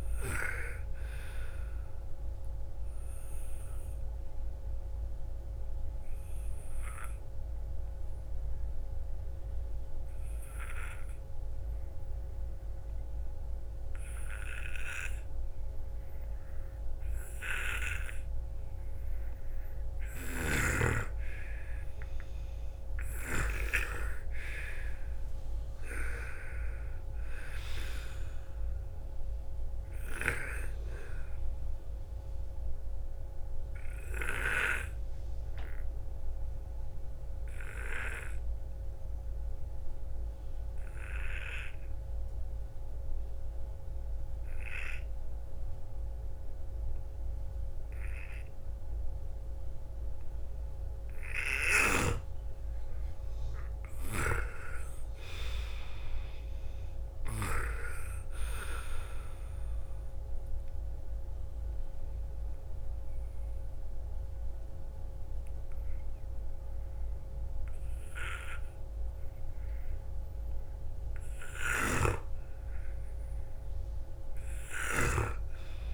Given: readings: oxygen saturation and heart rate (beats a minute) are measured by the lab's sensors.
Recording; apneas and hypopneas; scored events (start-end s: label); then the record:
breathing in sleep by a room microphone; 3
0.00-11.50 s: oxygen desaturation (device-marked, oxygen 91% lowest, heart rate 39 extreme)
4.50-20.00 s: obstructive apnea (oxygen 98% before, 90% lowest, heart rate 48 before, 39 extreme, up 0 after)
21.00-24.50 s: arousal
23.50-43.50 s: oxygen desaturation (device-marked, oxygen 98% before, 90% lowest, heart rate 54 before, 49 extreme)
38.00-50.50 s: obstructive apnea (oxygen 98% before, 91% lowest, heart rate 51 before, 37 extreme, up 1 after)
52.50-56.00 s: arousal
55.50-72.50 s: oxygen desaturation (device-marked, oxygen 99% before, 91% lowest, heart rate 56 before, 37 extreme)
60.50-70.50 s: obstructive apnea (oxygen 99% before, 90% lowest, heart rate 55 before, 37 extreme, up 1 after)
71.50-75.00 s: snoring (device-marked)
73.00-75.94 s: arousal
From the record:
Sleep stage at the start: N2 (light sleep); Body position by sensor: on the right side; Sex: female